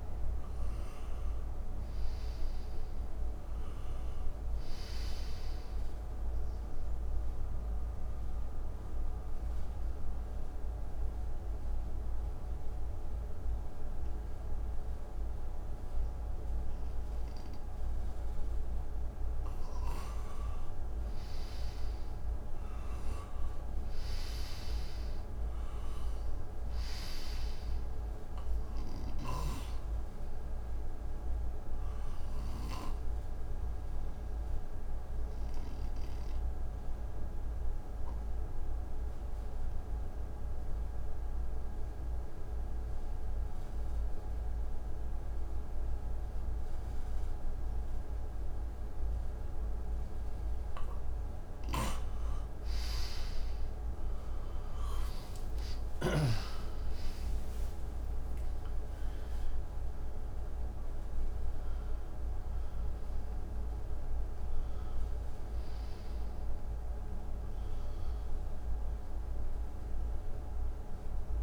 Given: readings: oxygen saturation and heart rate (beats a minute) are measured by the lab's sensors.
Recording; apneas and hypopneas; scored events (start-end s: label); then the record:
breathing in sleep, hard to hear, by a room microphone; 2
0.00-3.00 s: arousal
9.50-22.00 s: obstructive apnea (oxygen 93% before, 87% lowest, heart rate 71 before, 68 extreme, up 4 after)
24.00-28.50 s: arousal
24.50-40.50 s: oxygen desaturation (device-marked, oxygen 93% before, 90% lowest, heart rate 71 before, 68 extreme)
29.00-32.50 s: snoring (device-marked)
34.50-51.00 s: obstructive apnea (oxygen 93% before, 87% lowest, heart rate 71 before, 60 extreme, up 10 after)
51.50-56.00 s: snoring (device-marked)
53.00-58.00 s: arousal
53.50-71.43 s: oxygen desaturation (device-marked, oxygen 94% before, 87% lowest, heart rate 69 before, 60 extreme)
From the record:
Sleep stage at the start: N2 (light sleep); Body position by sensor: on the right side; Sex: male